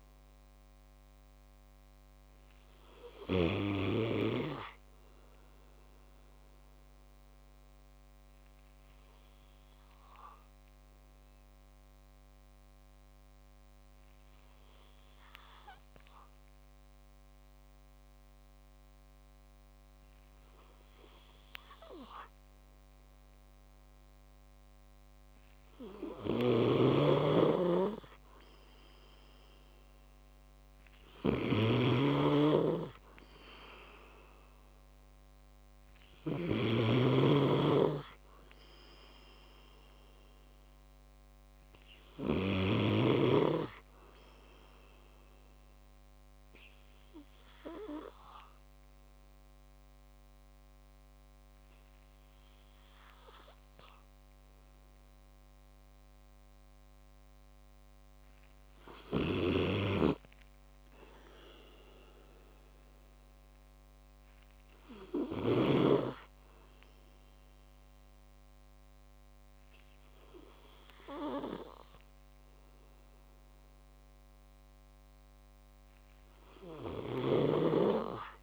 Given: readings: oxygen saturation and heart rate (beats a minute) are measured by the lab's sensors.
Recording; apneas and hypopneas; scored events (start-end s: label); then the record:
breathing in sleep by a microphone on the trachea; 1
0.00-3.00 s: snoring (device-marked)
6.00-25.00 s: obstructive apnea (oxygen 97% before, 95% lowest, heart rate 58 before, 57 extreme, up 4 after)
26.00-42.00 s: snoring (device-marked)
28.50-31.00 s: arousal
74.50-78.43 s: new sleep stage, awake
From the record:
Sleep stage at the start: N2 (light sleep); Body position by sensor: on the back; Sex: male